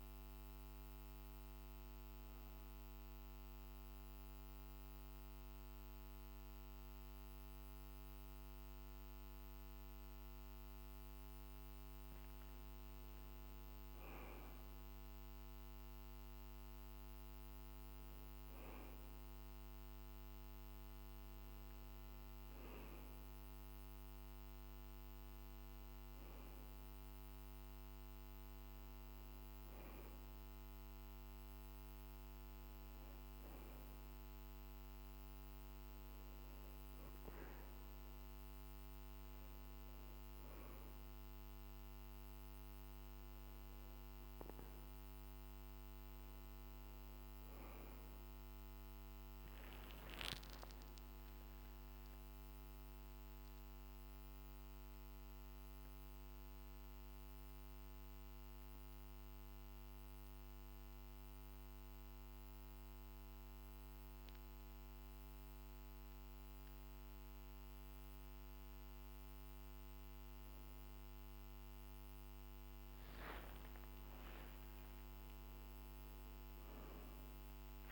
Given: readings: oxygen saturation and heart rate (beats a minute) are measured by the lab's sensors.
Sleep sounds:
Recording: breathing in sleep, hard to hear, by a microphone on the trachea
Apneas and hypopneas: 1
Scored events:
48.50-52.50 s: arousal
56.00-69.00 s: hypopnea (oxygen 96% before, 93% lowest, heart rate 54 before, 54 extreme, up 0 after)
72.50-77.92 s: arousal
From the record:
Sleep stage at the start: N1 (lightest sleep)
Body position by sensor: on the back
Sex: male

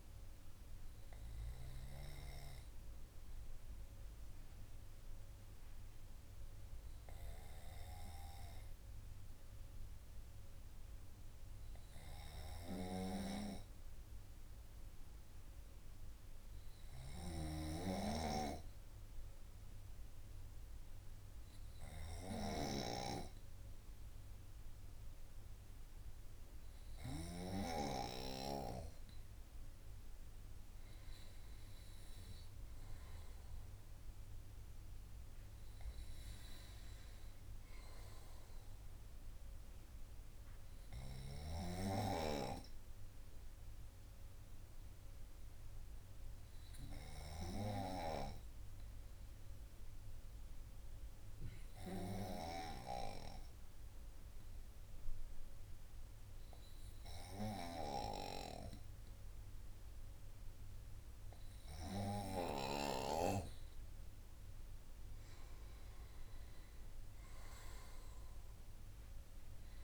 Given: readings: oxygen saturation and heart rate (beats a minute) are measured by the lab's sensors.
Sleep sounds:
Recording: breathing in sleep by a room microphone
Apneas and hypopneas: 2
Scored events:
8.50-28.00 s: hypopnea (oxygen 97% before, 95% lowest, heart rate 52 before, 50 extreme, up 3 after)
29.50-33.00 s: arousal
45.00-61.50 s: hypopnea (oxygen 97% before, 95% lowest, heart rate 53 before, 50 extreme, up 5 after)
64.00-67.50 s: arousal
From the record:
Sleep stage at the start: N2 (light sleep)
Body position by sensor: on the right side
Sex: male

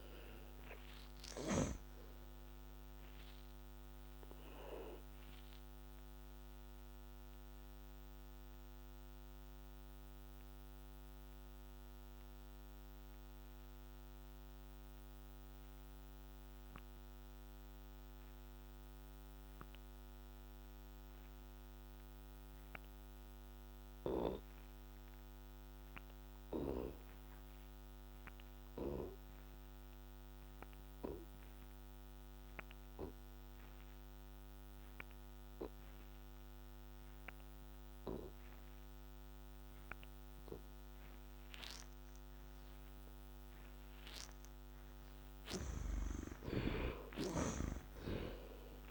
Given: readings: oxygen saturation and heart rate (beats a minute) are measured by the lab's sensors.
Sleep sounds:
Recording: breathing in sleep by a microphone on the trachea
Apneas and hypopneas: 1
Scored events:
0.00-1.50 s: snoring (device-marked)
0.00-21.00 s: oxygen desaturation (device-marked, oxygen 57% lowest, heart rate 63 extreme)
3.00-44.00 s: mixed apnea (oxygen 84% before, 57% lowest, heart rate 75 before, 63 extreme, up 21 after)
33.00-48.91 s: oxygen desaturation (device-marked, oxygen 89% before, 57% lowest, heart rate 66 before, 62 extreme)
45.00-48.91 s: snoring (device-marked)
45.50-48.91 s: arousal
From the record:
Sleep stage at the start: N2 (light sleep)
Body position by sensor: on the back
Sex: male

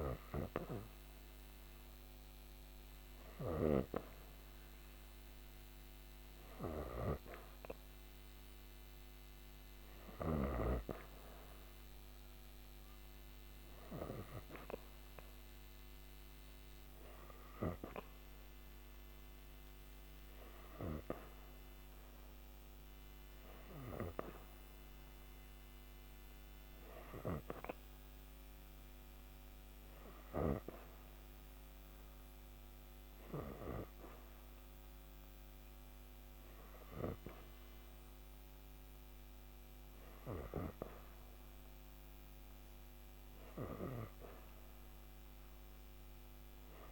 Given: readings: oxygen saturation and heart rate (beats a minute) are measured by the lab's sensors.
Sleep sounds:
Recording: breathing in sleep by a microphone on the trachea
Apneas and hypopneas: none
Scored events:
none scored
From the record:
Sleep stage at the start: N2 (light sleep)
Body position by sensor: on the back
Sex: female

